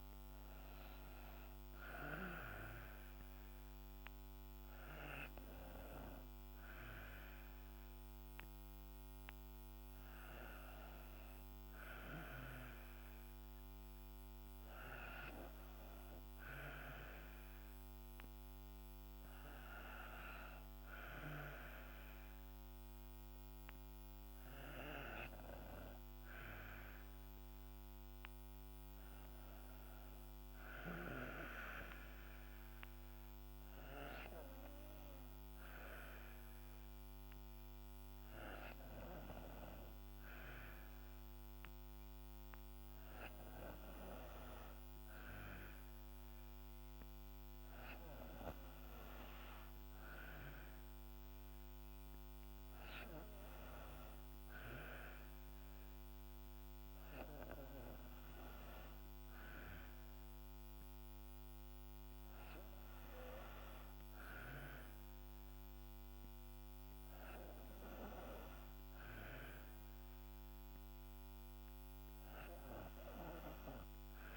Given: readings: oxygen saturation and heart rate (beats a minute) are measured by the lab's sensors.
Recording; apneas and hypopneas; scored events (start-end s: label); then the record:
breathing in sleep by a microphone on the trachea; none
50.50-61.50 s: oxygen desaturation (device-marked, oxygen 93% before, 89% lowest, heart rate 68 before, 65 extreme)
From the record:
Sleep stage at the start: N2 (light sleep); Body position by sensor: on the back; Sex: female